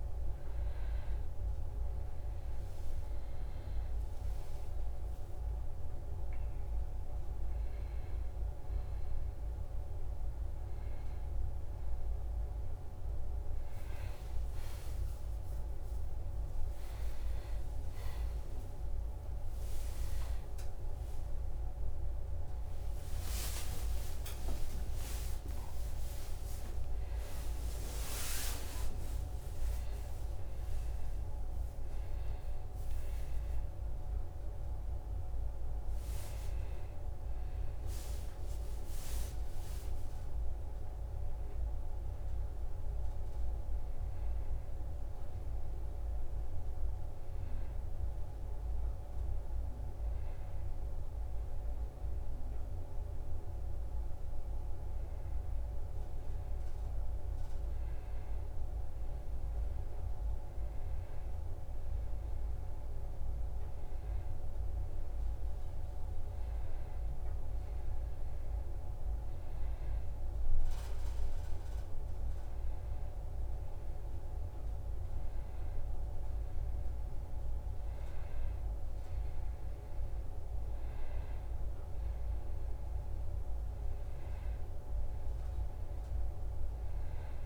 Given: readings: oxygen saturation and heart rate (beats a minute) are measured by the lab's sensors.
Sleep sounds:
a person awake in a sleep study, hard to hear, by a room microphone; none
47.00-77.00 s: new sleep stage, N1 (lightest sleep)
77.00-87.46 s: new sleep stage, N2 (light sleep)
From the record:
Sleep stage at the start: awake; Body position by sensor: on the back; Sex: male

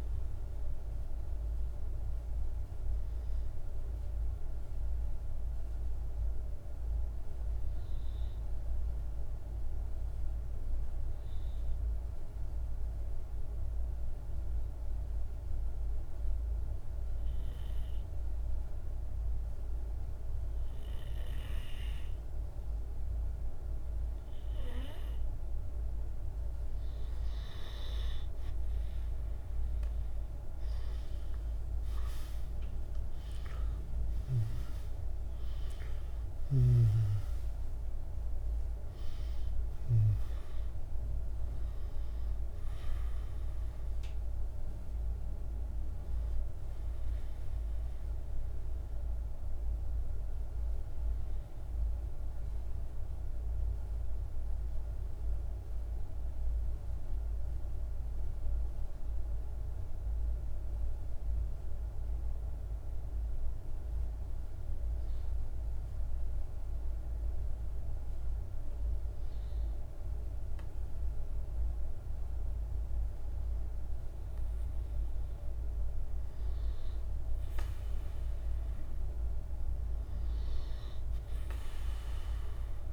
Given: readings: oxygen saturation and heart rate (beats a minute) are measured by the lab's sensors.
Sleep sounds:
breathing in sleep, hard to hear, by a room microphone; 2
0.00-12.50 s: oxygen desaturation (device-marked, oxygen 92% lowest, heart rate 31 extreme)
1.50-25.00 s: mixed apnea (oxygen 98% before, 90% lowest)
25.50-55.50 s: oxygen desaturation (device-marked, oxygen 99% before, 90% lowest)
29.00-33.00 s: arousal
54.50-69.50 s: mixed apnea (oxygen 97% before, 94% lowest)
72.00-76.50 s: arousal
75.50-82.93 s: oxygen desaturation (device-marked, oxygen 99% before, 94% lowest)
From the record:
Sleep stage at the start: N2 (light sleep); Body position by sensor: on the right side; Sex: male

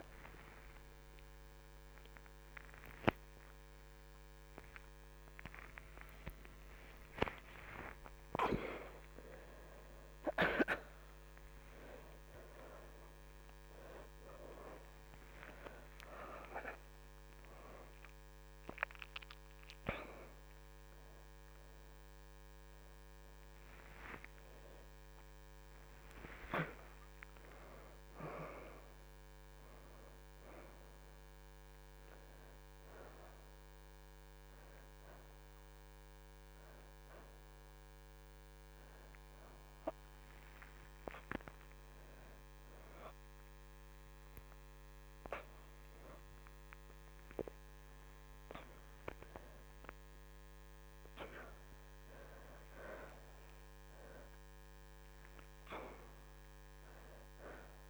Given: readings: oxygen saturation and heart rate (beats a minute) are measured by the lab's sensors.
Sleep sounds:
a person awake in a sleep study, by a microphone on the trachea; none
0.00-7.50 s: oxygen desaturation (device-marked, oxygen 59% lowest)
11.50-57.90 s: new sleep stage, awake
19.50-23.50 s: oxygen desaturation (device-marked, oxygen 67% before, 54% lowest)
43.50-52.50 s: oxygen desaturation (device-marked, oxygen 88% before, 83% lowest)
From the record:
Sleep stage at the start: N2 (light sleep); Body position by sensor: on the back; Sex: female

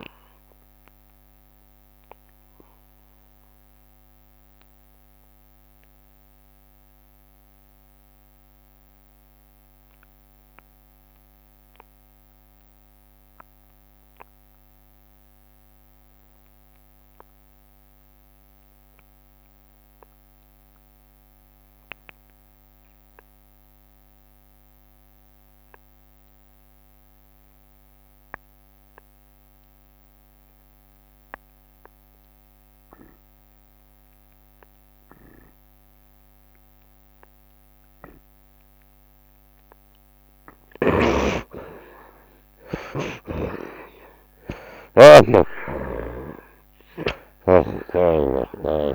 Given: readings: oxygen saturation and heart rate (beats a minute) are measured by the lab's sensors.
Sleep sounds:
breathing in sleep by a microphone on the trachea; 1
0.00-13.50 s: oxygen desaturation (device-marked, oxygen 58% lowest, heart rate 59 extreme)
2.00-38.50 s: obstructive apnea (oxygen 64% before, 55% lowest, heart rate 86 before, 52 extreme, up 29 after)
13.00-15.00 s: long interval between heartbeats (device-marked, heart rate 87 before, 86 extreme)
15.50-48.95 s: oxygen desaturation (device-marked, oxygen 86% before, 55% lowest, heart rate 85 before, 52 extreme)
31.00-33.00 s: long interval between heartbeats (device-marked, heart rate 81 before, 78 extreme)
32.50-37.50 s: bradycardia (device-marked, heart rate 79 before, 59 extreme)
34.00-36.00 s: long interval between heartbeats (device-marked, heart rate 80 before, 69 extreme)
36.00-38.00 s: long interval between heartbeats (device-marked, heart rate 78 before, 59 extreme)
40.50-45.50 s: snoring (device-marked)
41.00-44.50 s: arousal
44.50-48.95 s: tachycardia (device-marked, heart rate 79 before, 111 extreme)
47.50-48.95 s: snoring (device-marked)
From the record:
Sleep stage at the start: N2 (light sleep); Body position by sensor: on the right side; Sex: male

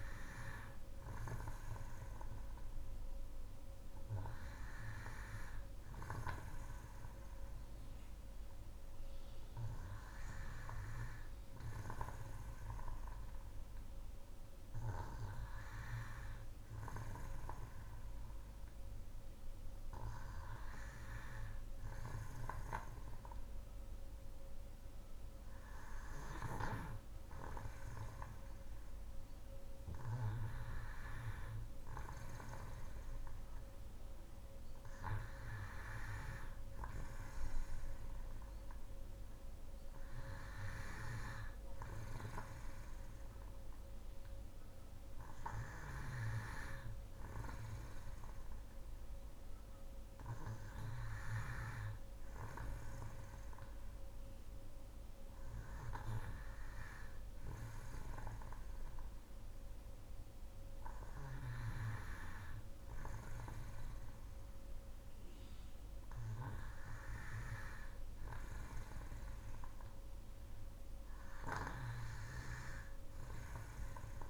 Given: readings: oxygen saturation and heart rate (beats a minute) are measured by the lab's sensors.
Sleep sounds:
breathing in sleep by a room microphone; none
none scored
From the record:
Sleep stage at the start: N2 (light sleep); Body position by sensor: on the back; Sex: female

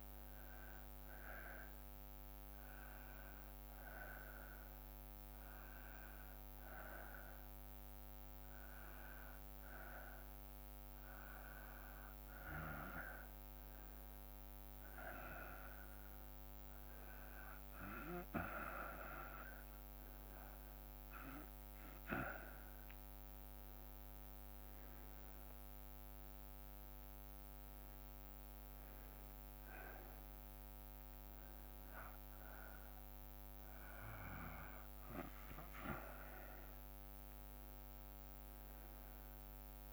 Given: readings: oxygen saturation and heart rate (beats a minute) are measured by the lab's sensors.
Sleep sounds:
breathing in sleep by a microphone on the trachea; none
none scored
From the record:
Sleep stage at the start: N2 (light sleep); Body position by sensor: on the back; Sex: male

